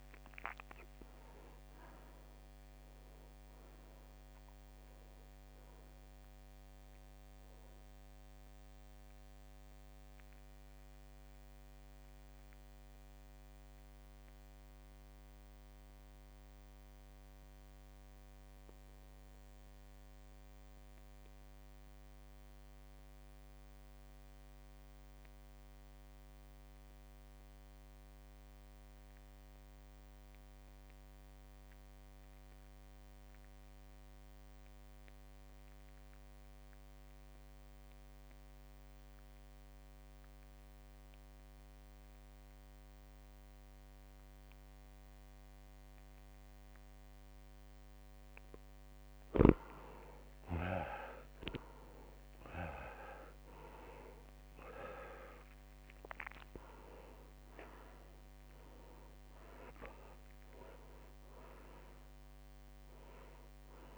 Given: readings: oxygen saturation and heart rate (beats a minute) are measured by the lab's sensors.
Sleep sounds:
breathing in sleep by a microphone on the trachea; 1
0.00-25.00 s: oxygen desaturation (device-marked, oxygen 87% lowest, heart rate 53 extreme)
9.00-47.50 s: mixed apnea (oxygen 100% before, 79% lowest, heart rate 56 before, 53 extreme, up 2 after)
40.00-63.98 s: oxygen desaturation (device-marked, oxygen 100% before, 79% lowest, heart rate 55 before, 55 extreme)
50.50-55.50 s: arousal
54.00-63.98 s: drop in pulse transit time (device-marked, heart rate 55 before, 55 extreme)
From the record:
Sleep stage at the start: N2 (light sleep); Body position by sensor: on the back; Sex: male

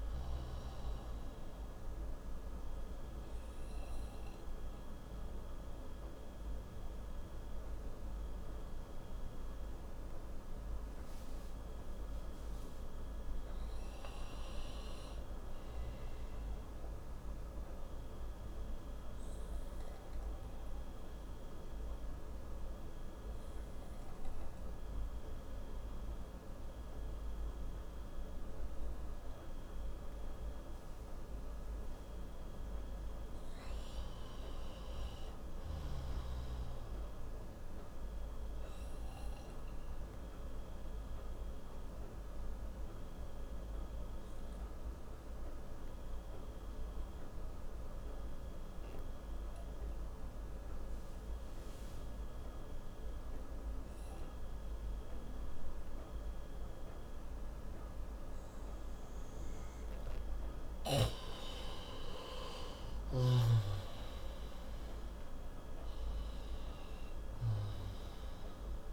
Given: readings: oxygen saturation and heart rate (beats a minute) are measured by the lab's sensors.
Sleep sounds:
breathing in sleep, hard to hear, by a room microphone; 2
0.00-17.00 s: oxygen desaturation (device-marked, oxygen 88% lowest, heart rate 60 extreme)
3.00-32.00 s: obstructive apnea (oxygen 97% before, 87% lowest, heart rate 70 before, 60 extreme, up 6 after)
33.50-36.50 s: arousal
40.00-59.50 s: obstructive apnea (oxygen 97% before, 87% lowest, heart rate 63 before, 57 extreme, up 13 after)
40.00-60.00 s: oxygen desaturation (device-marked, oxygen 95% before, 91% lowest, heart rate 63 before, 57 extreme)
62.00-66.00 s: arousal
From the record:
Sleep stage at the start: N2 (light sleep); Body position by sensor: on the right side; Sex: male

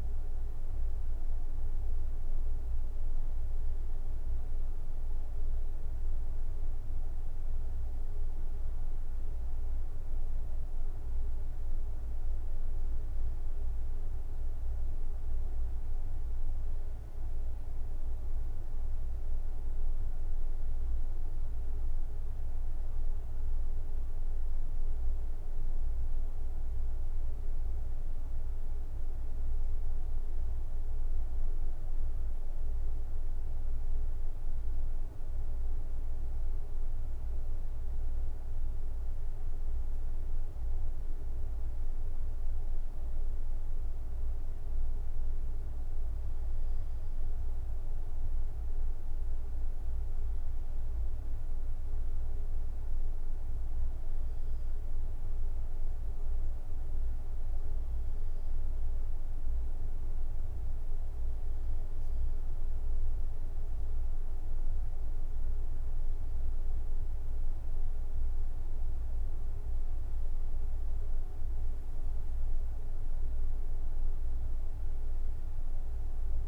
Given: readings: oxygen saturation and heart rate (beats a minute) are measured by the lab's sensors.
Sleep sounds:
breathing in sleep, hard to hear, by a room microphone; none
64.00-69.00 s: arousal
72.00-76.48 s: new sleep stage, N1 (lightest sleep)
From the record:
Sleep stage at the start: N2 (light sleep); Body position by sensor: on the right side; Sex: male

